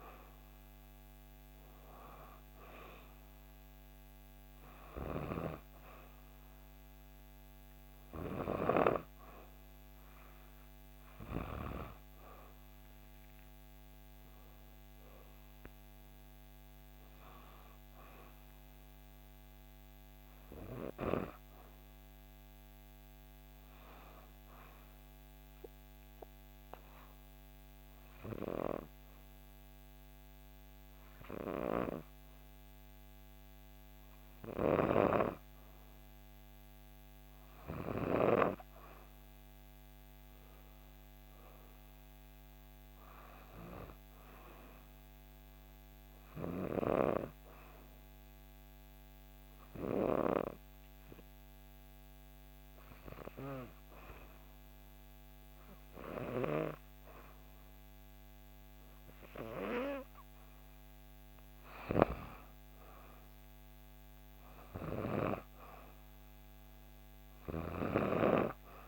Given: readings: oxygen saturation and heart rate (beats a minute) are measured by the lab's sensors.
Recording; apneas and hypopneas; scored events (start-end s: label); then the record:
breathing in sleep by a microphone on the trachea; 2
0.00-1.00 s: arousal
24.00-34.50 s: obstructive apnea (oxygen 95% before, 92% lowest, heart rate 69 before, 65 extreme, up 2 after)
40.00-44.50 s: arousal
48.00-59.00 s: obstructive apnea (oxygen 95% before, 92% lowest, heart rate 66 before, 65 extreme, up 3 after)
60.50-64.00 s: arousal
From the record:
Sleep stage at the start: N2 (light sleep); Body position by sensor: on the back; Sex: female